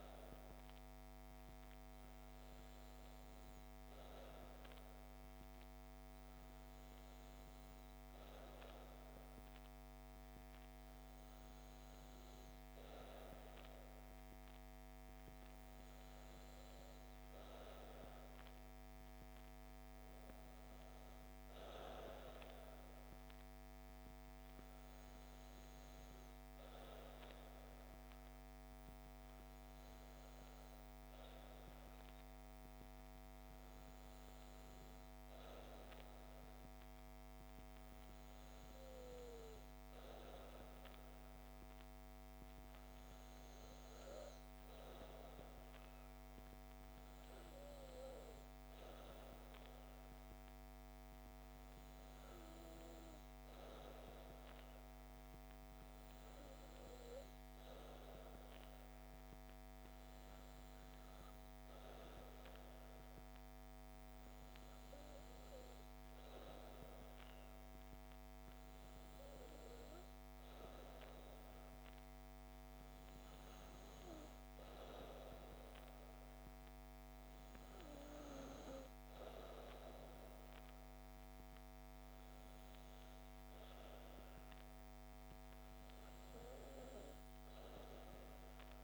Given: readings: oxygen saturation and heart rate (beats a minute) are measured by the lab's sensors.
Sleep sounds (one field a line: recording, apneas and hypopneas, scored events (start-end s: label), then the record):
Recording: breathing in sleep, hard to hear, by a microphone on the trachea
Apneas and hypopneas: none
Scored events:
none scored
From the record:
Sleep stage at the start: N2 (light sleep)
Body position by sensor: on the back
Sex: female